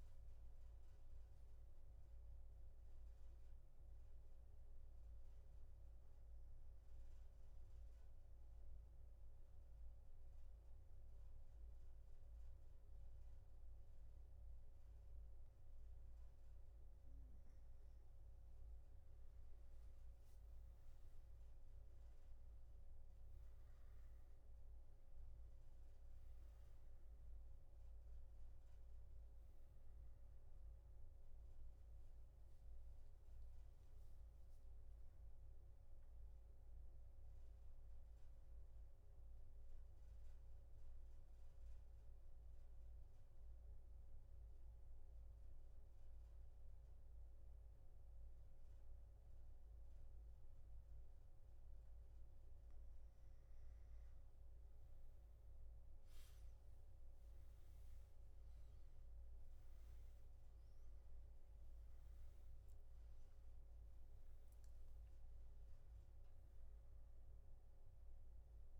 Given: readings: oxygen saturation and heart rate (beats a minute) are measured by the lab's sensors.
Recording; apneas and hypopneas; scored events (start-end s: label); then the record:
breathing in sleep, hard to hear, by a room microphone; 2
7.50-17.50 s: central apnea (oxygen 96% before, 93% lowest, heart rate 122 before, 118 extreme, up 11 after)
27.50-48.50 s: oxygen desaturation (device-marked, oxygen 97% before, 93% lowest, heart rate 125 before, 106 extreme)
39.50-52.50 s: central apnea (oxygen 97% before, 92% lowest, heart rate 126 before, 106 extreme, up 53 after)
From the record:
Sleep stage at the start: N2 (light sleep); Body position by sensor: on the back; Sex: male